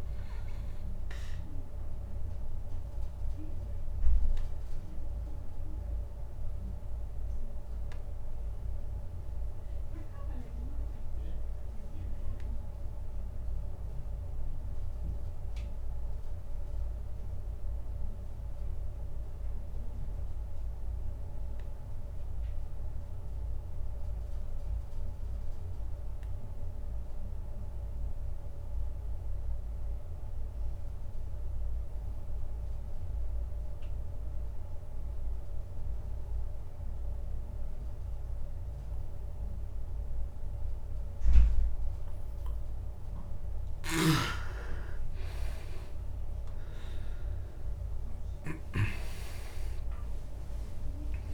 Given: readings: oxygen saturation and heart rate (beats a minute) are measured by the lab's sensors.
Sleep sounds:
breathing in sleep by a room microphone; 1
0.00-17.50 s: oxygen desaturation (device-marked, oxygen 93% lowest, heart rate 38 extreme)
1.00-43.00 s: obstructive apnea (oxygen 100% before, 83% lowest, heart rate 60 before, 46 extreme, up 21 after)
31.50-51.34 s: oxygen desaturation (device-marked, oxygen 99% before, 83% lowest)
45.50-49.50 s: arousal
From the record:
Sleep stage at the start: N2 (light sleep); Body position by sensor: on the back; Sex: male

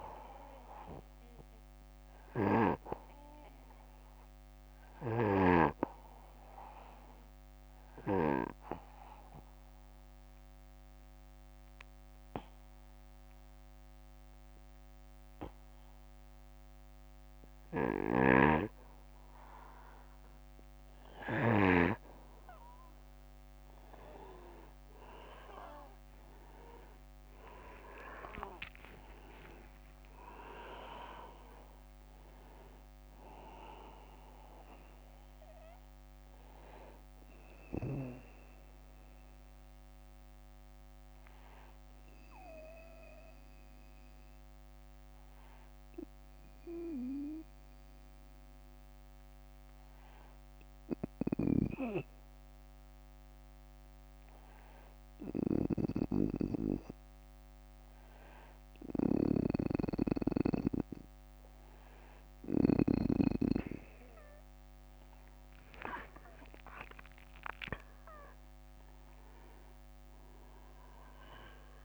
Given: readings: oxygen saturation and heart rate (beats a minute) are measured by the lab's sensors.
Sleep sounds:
breathing in sleep by a microphone on the trachea; 2
5.00-20.00 s: obstructive apnea (oxygen 96% before, 91% lowest, heart rate 60 before, 57 extreme, up 13 after)
17.00-21.00 s: snoring (device-marked)
20.00-41.00 s: oxygen desaturation (device-marked, oxygen 96% before, 92% lowest, heart rate 62 before, 57 extreme)
24.50-28.50 s: arousal
41.00-57.00 s: obstructive apnea (oxygen 96% before, 91% lowest, heart rate 82 before, 58 extreme, up 3 after)
50.50-62.00 s: snoring (device-marked)
52.00-58.00 s: oxygen desaturation (device-marked, oxygen 94% before, 91% lowest, heart rate 70 before, 60 extreme)
64.00-67.50 s: arousal
From the record:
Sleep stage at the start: N2 (light sleep); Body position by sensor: on the back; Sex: male

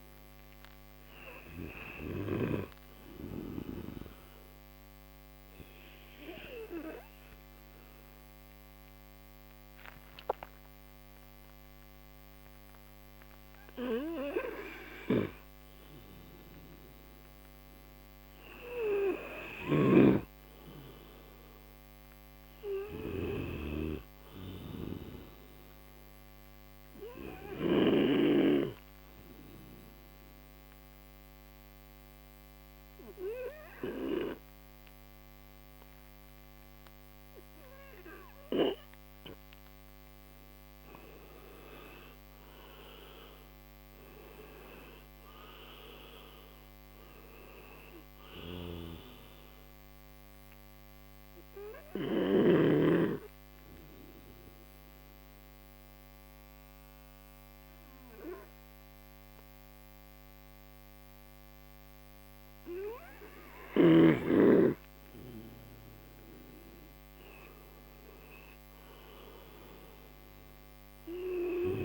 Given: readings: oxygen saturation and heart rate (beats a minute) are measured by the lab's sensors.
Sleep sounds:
breathing in sleep by a microphone on the trachea; 3
0.00-1.50 s: arousal
4.50-15.50 s: central apnea (oxygen 97% before, 88% lowest)
17.00-20.00 s: arousal
25.50-40.50 s: mixed apnea (oxygen 97% before, 88% lowest)
44.50-47.50 s: arousal
47.00-60.00 s: oxygen desaturation (device-marked, oxygen 95% before, 88% lowest)
51.50-65.00 s: central apnea (oxygen 95% before, 88% lowest)
67.00-70.00 s: arousal
From the record:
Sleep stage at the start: N2 (light sleep); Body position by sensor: on the right side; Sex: male

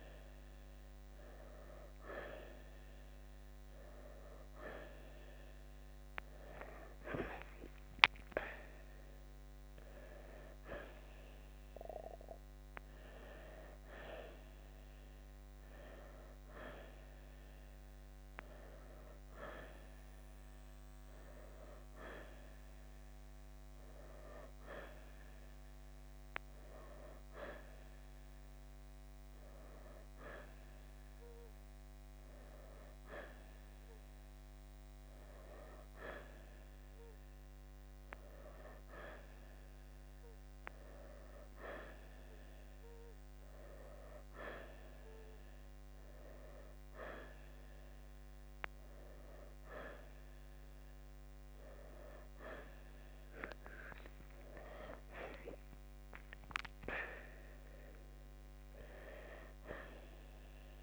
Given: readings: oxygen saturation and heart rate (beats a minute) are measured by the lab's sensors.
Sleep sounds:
breathing in sleep by a microphone on the trachea; none
none scored
From the record:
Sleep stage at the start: N1 (lightest sleep); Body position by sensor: on the right side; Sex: male

